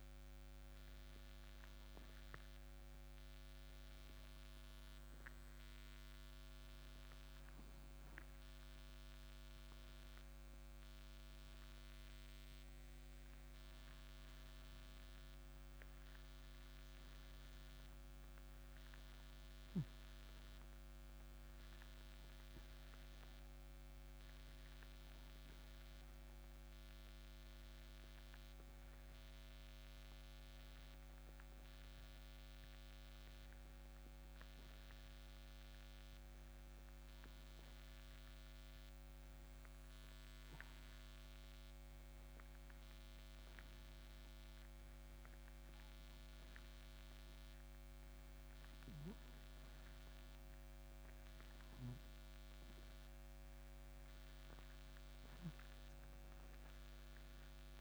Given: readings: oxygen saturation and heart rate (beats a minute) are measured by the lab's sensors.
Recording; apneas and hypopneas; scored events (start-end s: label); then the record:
breathing in sleep, hard to hear, by a microphone on the trachea; 2
2.00-13.00 s: obstructive apnea (oxygen 95% before, 92% lowest, heart rate 60 before, 58 extreme, up 3 after)
18.00-23.00 s: arousal
38.50-53.00 s: obstructive apnea (oxygen 96% before, 91% lowest, heart rate 61 before, 61 extreme, up 4 after)
From the record:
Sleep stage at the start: N2 (light sleep); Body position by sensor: on the back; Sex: male